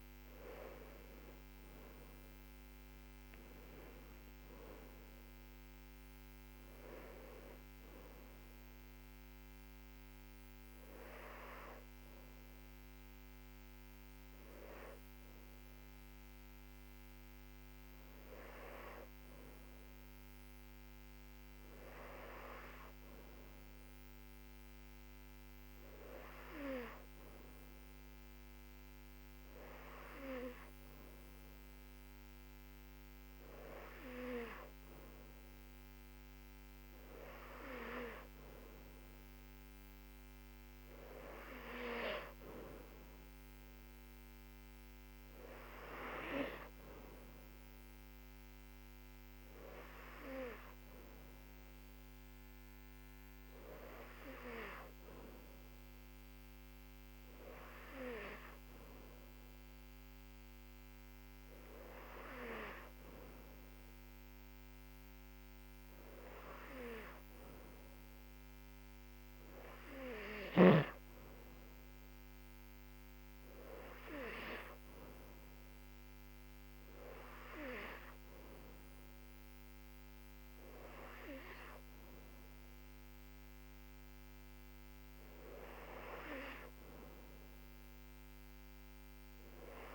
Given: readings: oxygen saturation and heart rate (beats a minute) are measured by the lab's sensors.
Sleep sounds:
breathing in sleep by a microphone on the trachea; none
0.50-4.00 s: arousal
From the record:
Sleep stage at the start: N2 (light sleep); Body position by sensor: on the back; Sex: female

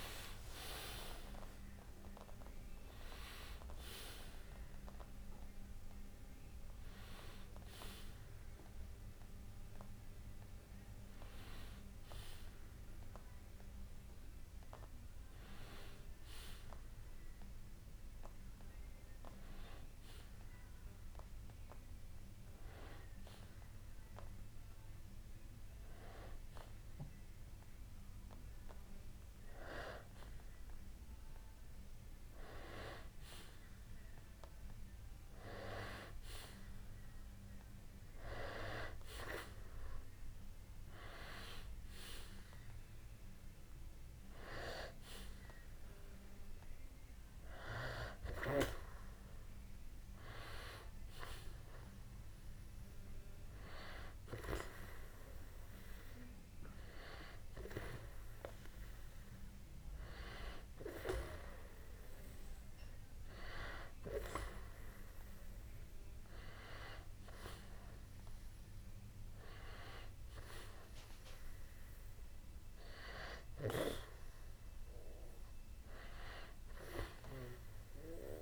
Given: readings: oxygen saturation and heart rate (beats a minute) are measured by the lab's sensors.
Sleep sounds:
a person partly awake in a sleep study, by a room microphone; none
30.00-78.42 s: new sleep stage, N1 (lightest sleep)
From the record:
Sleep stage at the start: awake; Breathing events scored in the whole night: 174 in 4.2 hours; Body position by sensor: on the back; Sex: male

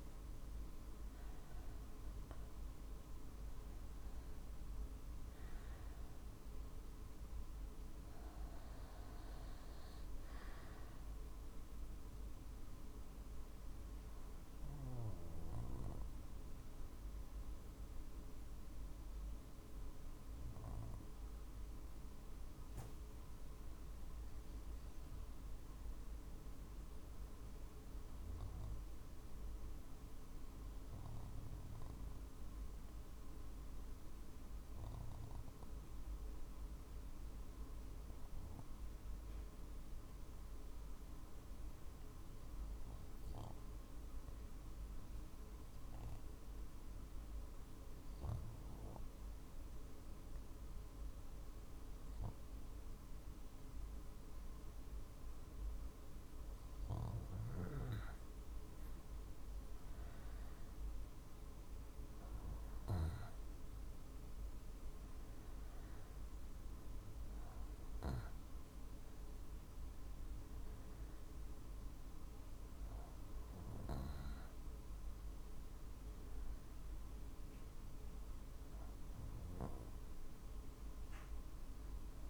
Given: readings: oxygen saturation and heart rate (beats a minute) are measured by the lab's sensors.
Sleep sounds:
breathing in sleep, hard to hear, by a room microphone; 1
0.00-14.50 s: oxygen desaturation (device-marked, oxygen 91% lowest, heart rate 48 extreme)
0.00-22.50 s: drop in pulse transit time (device-marked, heart rate 48 extreme)
15.00-55.50 s: obstructive apnea (oxygen 94% before, 87% lowest, heart rate 52 before, 48 extreme, up 2 after)
25.50-38.50 s: oxygen desaturation (device-marked, oxygen 92% before, 87% lowest, heart rate 50 before, 48 extreme)
56.50-60.50 s: oxygen desaturation (device-marked, oxygen 95% before, 92% lowest, heart rate 50 before, 50 extreme)
59.00-63.50 s: arousal
65.50-80.50 s: drop in pulse transit time (device-marked, heart rate 51 before, 51 extreme)
From the record:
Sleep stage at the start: REM sleep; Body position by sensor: on the back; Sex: male

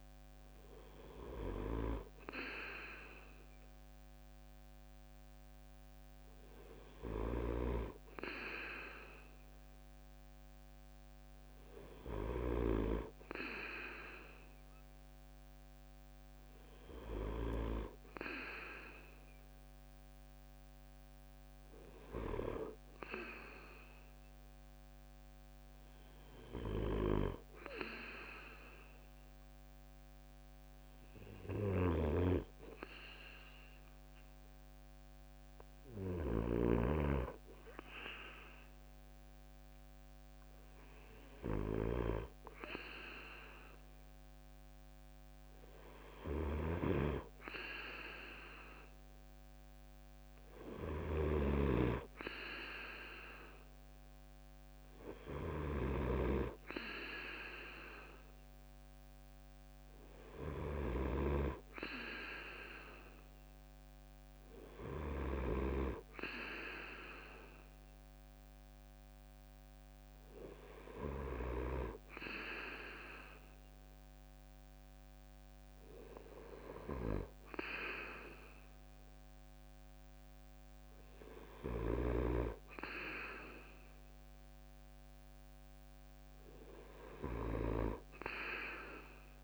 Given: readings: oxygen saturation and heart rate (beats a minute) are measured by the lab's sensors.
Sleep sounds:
breathing in sleep by a microphone on the trachea; none
6.50-12.00 s: snoring (device-marked)
31.00-71.00 s: snoring (device-marked)
81.00-89.44 s: snoring (device-marked)
From the record:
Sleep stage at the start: N2 (light sleep); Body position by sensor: on the right side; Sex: male

